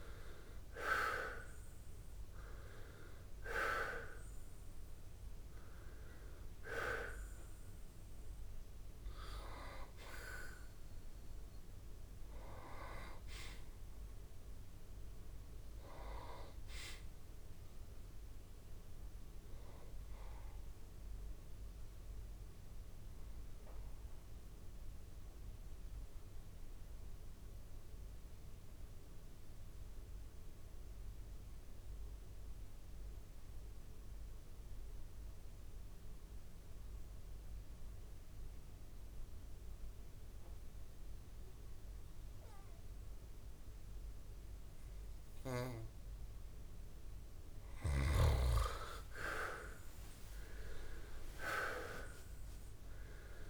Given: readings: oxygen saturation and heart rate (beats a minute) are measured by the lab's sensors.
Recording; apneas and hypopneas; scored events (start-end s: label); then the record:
breathing in sleep by a room microphone; 1
0.00-23.50 s: oxygen desaturation (device-marked, oxygen 83% lowest, heart rate 65 extreme)
23.00-46.00 s: mixed apnea (oxygen 95% before, 84% lowest, heart rate 128 before, 65 extreme)
40.50-53.50 s: oxygen desaturation (device-marked, oxygen 98% before, 84% lowest, heart rate 71 before, 64 extreme)
49.50-53.50 s: arousal
From the record:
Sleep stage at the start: N2 (light sleep); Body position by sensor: on the back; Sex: male